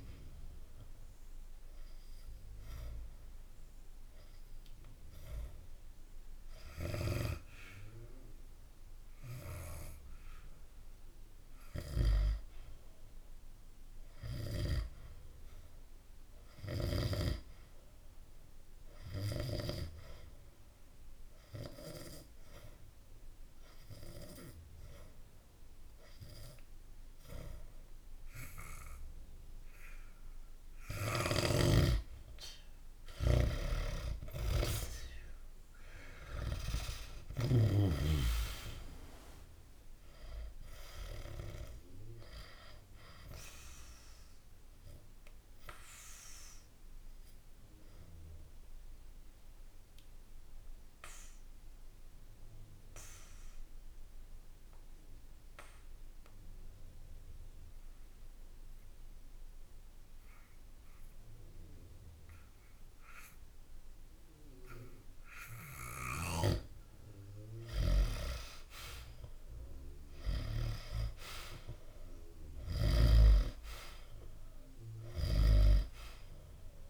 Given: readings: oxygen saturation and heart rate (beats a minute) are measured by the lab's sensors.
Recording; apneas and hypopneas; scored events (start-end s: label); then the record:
breathing in sleep by a room microphone; 2
0.00-11.50 s: oxygen desaturation (device-marked, oxygen 91% lowest, heart rate 65 extreme)
1.00-31.50 s: obstructive apnea (oxygen 97% before, 88% lowest, heart rate 66 before, 56 extreme, up 0 after)
29.50-69.50 s: oxygen desaturation (device-marked, oxygen 96% before, 88% lowest, heart rate 67 before, 56 extreme)
31.00-37.50 s: snoring (device-marked)
34.00-38.00 s: arousal
42.50-65.50 s: obstructive apnea (oxygen 96% before, 88% lowest, heart rate 64 before, 63 extreme, up 0 after)
67.50-73.00 s: snoring (device-marked)
69.00-73.00 s: arousal
74.50-76.90 s: oxygen desaturation (device-marked, oxygen 98% before, 89% lowest, heart rate 65 before, 65 extreme)
From the record:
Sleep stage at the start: N2 (light sleep); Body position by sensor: on the back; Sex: male